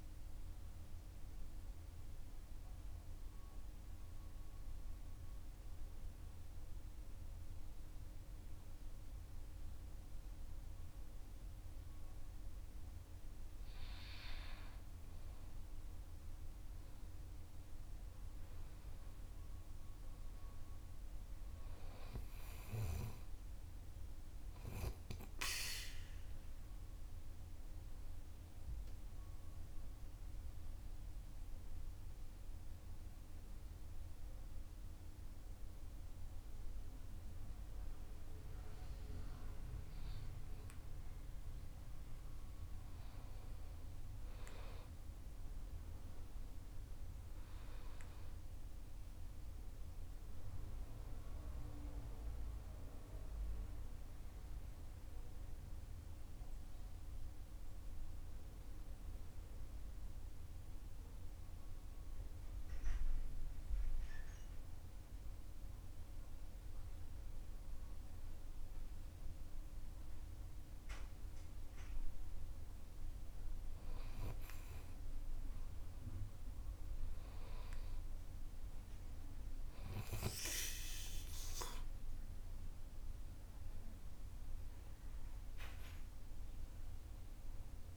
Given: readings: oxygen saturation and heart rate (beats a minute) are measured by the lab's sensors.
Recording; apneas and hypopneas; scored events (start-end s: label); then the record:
breathing in sleep by a room microphone; 3
1.50-12.50 s: mixed apnea (oxygen 97% before, 91% lowest, heart rate 58 before, 49 extreme, up 12 after)
8.50-20.50 s: oxygen desaturation (device-marked, oxygen 96% before, 91% lowest, heart rate 57 before, 49 extreme)
17.50-21.50 s: arousal
28.00-41.00 s: obstructive apnea (oxygen 97% before, 92% lowest, heart rate 57 before, 49 extreme, up 13 after)
34.50-44.50 s: oxygen desaturation (device-marked, oxygen 97% before, 92% lowest, heart rate 56 before, 49 extreme)
44.00-49.50 s: arousal
57.50-73.50 s: mixed apnea (oxygen 97% before, 92% lowest, heart rate 55 before, 49 extreme, up 11 after)
72.50-78.50 s: oxygen desaturation (device-marked, oxygen 96% before, 92% lowest, heart rate 51 before, 49 extreme)
76.50-82.50 s: arousal
From the record:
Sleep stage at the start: N2 (light sleep); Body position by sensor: on the right side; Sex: male